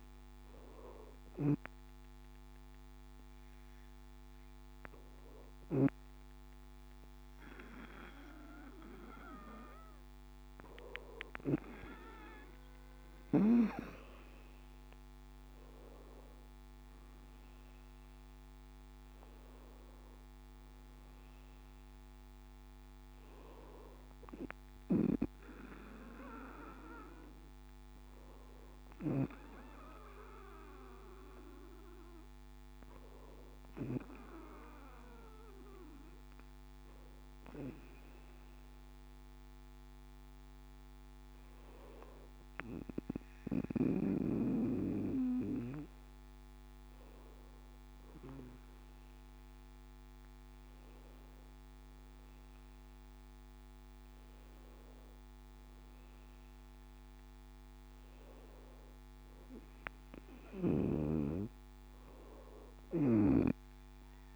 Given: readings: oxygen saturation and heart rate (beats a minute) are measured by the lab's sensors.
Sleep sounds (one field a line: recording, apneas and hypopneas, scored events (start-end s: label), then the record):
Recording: breathing in sleep by a microphone on the trachea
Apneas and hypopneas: none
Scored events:
none scored
From the record:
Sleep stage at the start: N2 (light sleep)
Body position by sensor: on the back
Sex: male